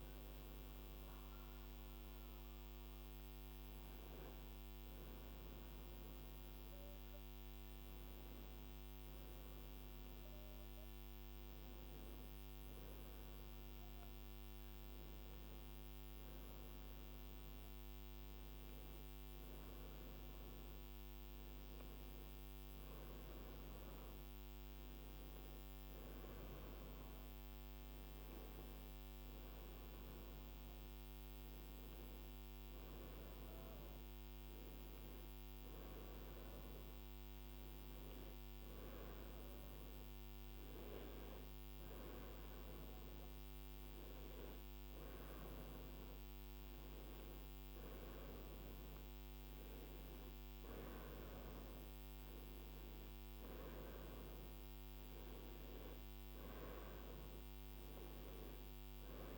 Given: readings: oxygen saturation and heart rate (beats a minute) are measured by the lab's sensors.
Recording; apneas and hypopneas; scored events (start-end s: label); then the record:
breathing in sleep, hard to hear, by a microphone on the trachea; none
0.00-13.50 s: oxygen desaturation (device-marked, oxygen 91% lowest, heart rate 61 extreme)
From the record:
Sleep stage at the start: N1 (lightest sleep); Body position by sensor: on the right side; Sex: female